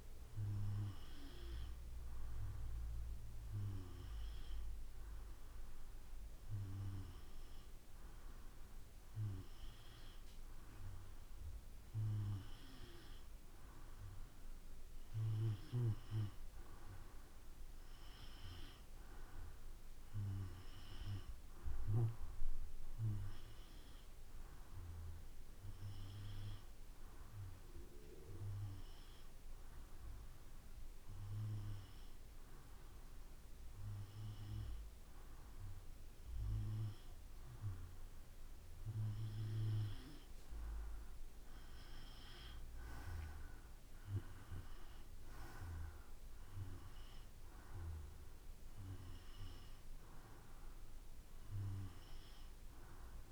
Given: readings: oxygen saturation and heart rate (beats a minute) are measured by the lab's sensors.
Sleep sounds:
breathing in sleep by a room microphone; 1
26.00-39.00 s: hypopnea (oxygen 94% before, 92% lowest, heart rate 58 before, 56 extreme, up 3 after)
43.00-47.50 s: arousal
From the record:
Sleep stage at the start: N2 (light sleep); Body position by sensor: on the back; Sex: male

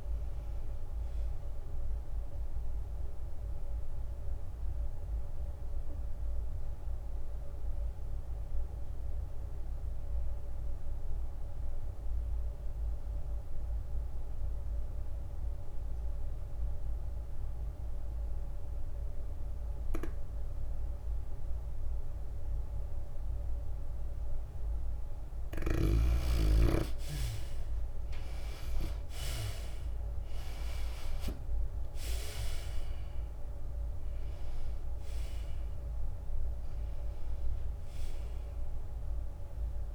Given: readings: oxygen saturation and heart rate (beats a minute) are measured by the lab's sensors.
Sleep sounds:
breathing in sleep by a room microphone; 1
0.00-11.00 s: drop in pulse transit time (device-marked, heart rate 95 extreme)
0.00-14.00 s: oxygen desaturation (device-marked, oxygen 76% lowest, heart rate 85 extreme)
4.00-25.50 s: obstructive apnea (oxygen 96% before, 74% lowest, heart rate 95 before, 85 extreme, up 21 after)
27.50-29.50 s: long interval between heartbeats (device-marked, heart rate 90 before, 98 extreme)
27.50-32.00 s: arousal
28.00-31.00 s: tachycardia (device-marked, heart rate 93 before, 100 extreme)
28.00-39.95 s: oxygen desaturation (device-marked, oxygen 96% before, 74% lowest, heart rate 90 before, 90 extreme)
32.00-39.95 s: drop in pulse transit time (device-marked, heart rate 91 before, 96 extreme)
34.00-38.00 s: tachycardia (device-marked, heart rate 93 before, 101 extreme)
From the record:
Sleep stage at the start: N2 (light sleep); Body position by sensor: on the back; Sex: female

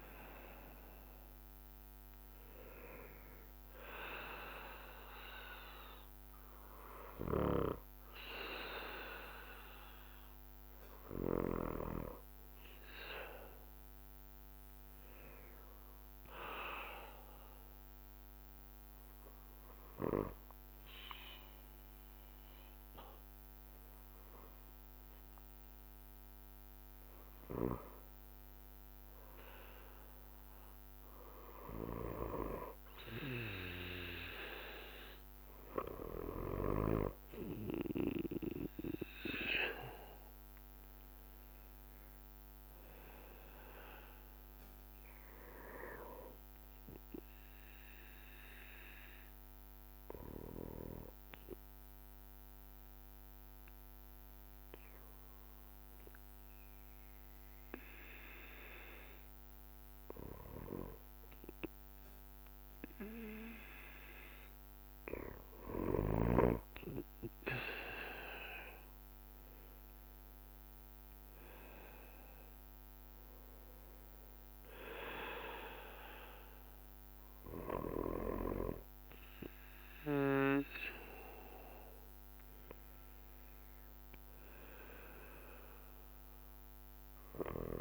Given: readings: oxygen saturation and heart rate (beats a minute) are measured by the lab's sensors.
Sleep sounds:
breathing in sleep by a microphone on the trachea; 1
0.00-87.81 s: bradycardia (device-marked)
52.50-63.50 s: obstructive apnea (oxygen 94% before, 91% lowest, heart rate 55 before, 52 extreme, up 3 after)
66.50-71.00 s: arousal
From the record:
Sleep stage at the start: N2 (light sleep); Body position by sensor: on the back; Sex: male

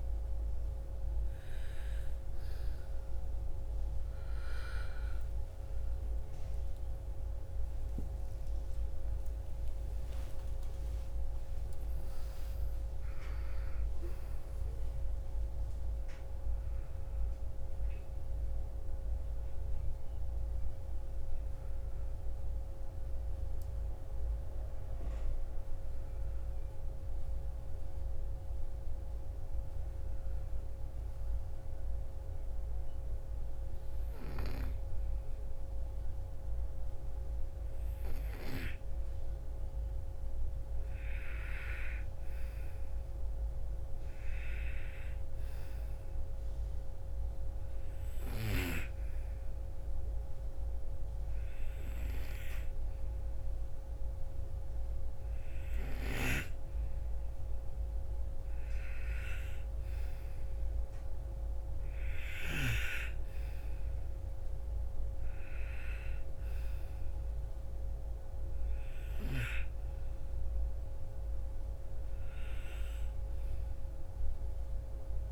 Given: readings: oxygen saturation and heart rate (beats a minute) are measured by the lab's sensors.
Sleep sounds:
breathing in sleep by a room microphone; none
1.50-6.50 s: arousal
8.50-68.50 s: new sleep stage, N1 (lightest sleep)
43.50-59.50 s: oxygen desaturation (device-marked, oxygen 97% before, 93% lowest, heart rate 61 before, 60 extreme)
68.50-75.31 s: new sleep stage, N2 (light sleep)
From the record:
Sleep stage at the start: N2 (light sleep); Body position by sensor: on the right side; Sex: female

